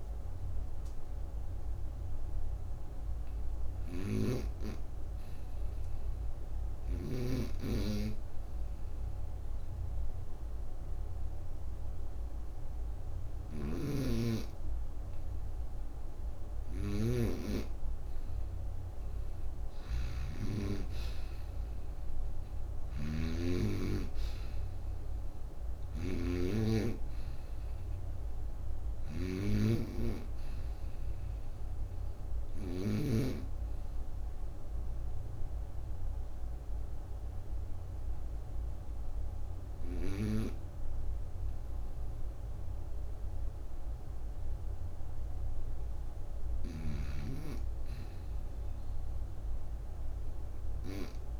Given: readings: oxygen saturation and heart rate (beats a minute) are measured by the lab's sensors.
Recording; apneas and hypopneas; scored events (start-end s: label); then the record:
breathing in sleep by a room microphone; 2
0.00-45.50 s: oxygen desaturation (device-marked, oxygen 81% lowest, heart rate 26 extreme)
3.50-7.00 s: snoring (device-marked)
5.00-16.50 s: obstructive apnea (oxygen 98% before, 81% lowest, heart rate 56 before, 26 extreme)
13.00-33.00 s: snoring (device-marked)
19.50-24.50 s: arousal
32.50-44.50 s: obstructive apnea (oxygen 91% before, 81% lowest, heart rate 43 before, 26 extreme, up 11 after)
48.00-51.40 s: arousal
From the record:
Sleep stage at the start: N2 (light sleep); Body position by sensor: on the right side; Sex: female